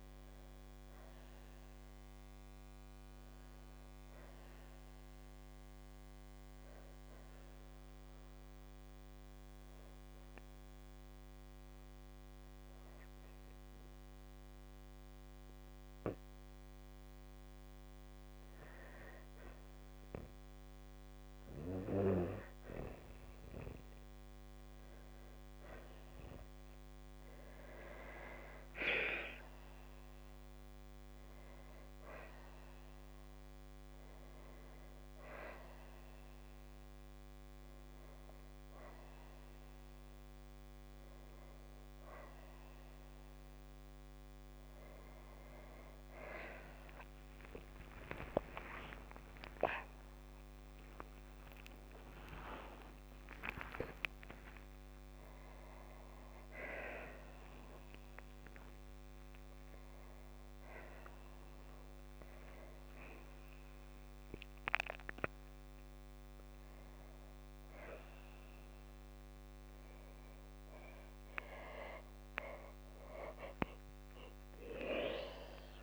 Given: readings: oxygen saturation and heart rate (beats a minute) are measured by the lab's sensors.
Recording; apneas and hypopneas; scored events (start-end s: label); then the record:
breathing in sleep by a microphone on the trachea; 1
0.00-3.50 s: arousal
7.00-20.00 s: hypopnea (oxygen 95% before, 93% lowest, heart rate 89 before, 85 extreme, up 3 after)
22.00-25.00 s: arousal
44.50-59.50 s: tachycardia (device-marked, heart rate 72 before, 143 extreme)
47.50-49.50 s: long interval between heartbeats (device-marked, heart rate 90 before, 120 extreme)
47.50-52.50 s: arousal
50.50-58.50 s: oxygen desaturation (device-marked, oxygen 96% before, 93% lowest, heart rate 97 before, 61 extreme)
55.50-57.50 s: long interval between heartbeats (device-marked, heart rate 106 before, 120 extreme)
59.00-61.00 s: long interval between heartbeats (device-marked, heart rate 111 before, 143 extreme)
61.50-63.50 s: long interval between heartbeats (device-marked, heart rate 118 before, 98 extreme)
61.50-73.50 s: tachycardia (device-marked, heart rate 74 before, 130 extreme)
63.50-65.50 s: long interval between heartbeats (device-marked, heart rate 119 before, 98 extreme)
65.50-67.50 s: long interval between heartbeats (device-marked, heart rate 120 before, 112 extreme)
67.50-69.50 s: long interval between heartbeats (device-marked, heart rate 123 before, 115 extreme)
73.00-75.00 s: long interval between heartbeats (device-marked, heart rate 118 before, 104 extreme)
From the record:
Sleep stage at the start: N2 (light sleep); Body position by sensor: on the right side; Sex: female